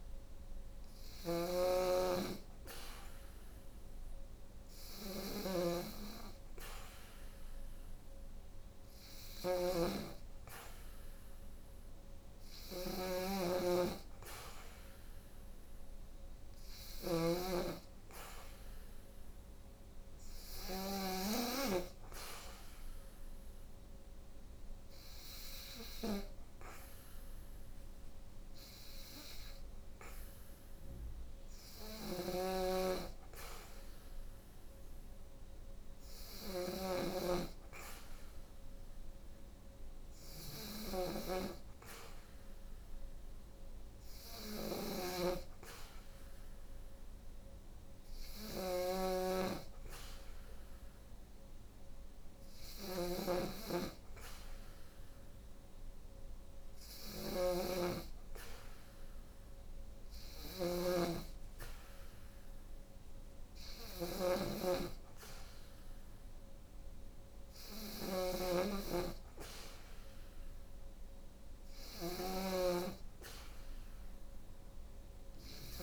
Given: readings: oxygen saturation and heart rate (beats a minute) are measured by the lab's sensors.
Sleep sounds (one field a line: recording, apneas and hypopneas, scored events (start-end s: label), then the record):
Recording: breathing in sleep by a room microphone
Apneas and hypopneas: none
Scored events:
0.00-20.00 s: snoring (device-marked)
31.00-75.83 s: snoring (device-marked)
From the record:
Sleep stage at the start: N3 (deep sleep)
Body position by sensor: on the back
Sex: female